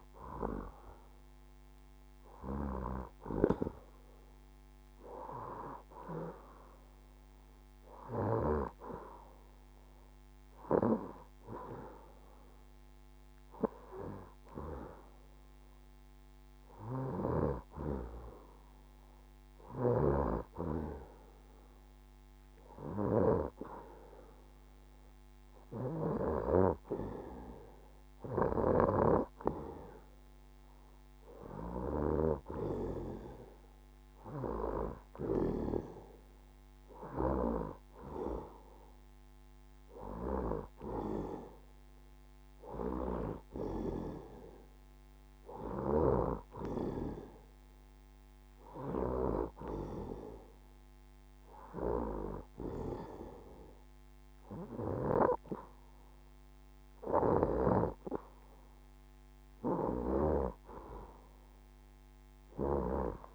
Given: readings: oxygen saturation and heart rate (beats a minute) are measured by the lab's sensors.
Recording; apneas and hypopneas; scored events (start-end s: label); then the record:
breathing in sleep by a microphone on the trachea; none
none scored
From the record:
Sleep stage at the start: N2 (light sleep); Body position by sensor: on the left side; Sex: female